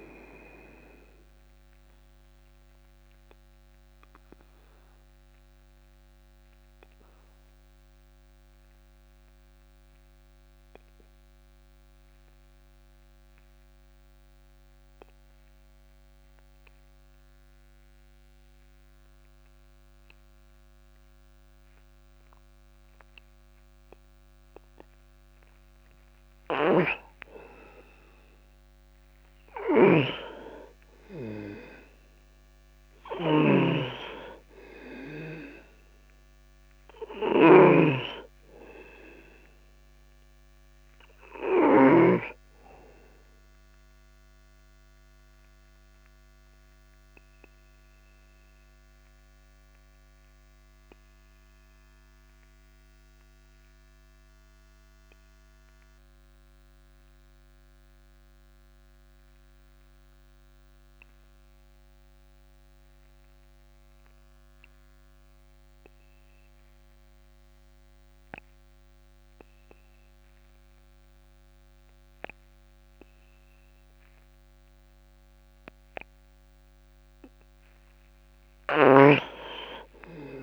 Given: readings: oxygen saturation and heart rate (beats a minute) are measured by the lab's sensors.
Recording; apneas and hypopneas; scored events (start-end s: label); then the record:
breathing in sleep by a microphone on the trachea; 2
0.00-15.00 s: oxygen desaturation (device-marked, oxygen 84% lowest)
2.00-28.50 s: obstructive apnea (oxygen 98% before, 84% lowest)
29.50-42.00 s: snoring (device-marked)
31.00-34.00 s: arousal
35.00-63.00 s: oxygen desaturation (device-marked, oxygen 99% before, 92% lowest, heart rate 43 before, 28 extreme)
43.00-76.00 s: obstructive apnea (oxygen 99% before, 86% lowest)
77.00-80.43 s: oxygen desaturation (device-marked, oxygen 98% before, 86% lowest)
From the record:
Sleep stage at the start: N2 (light sleep); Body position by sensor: on the back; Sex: male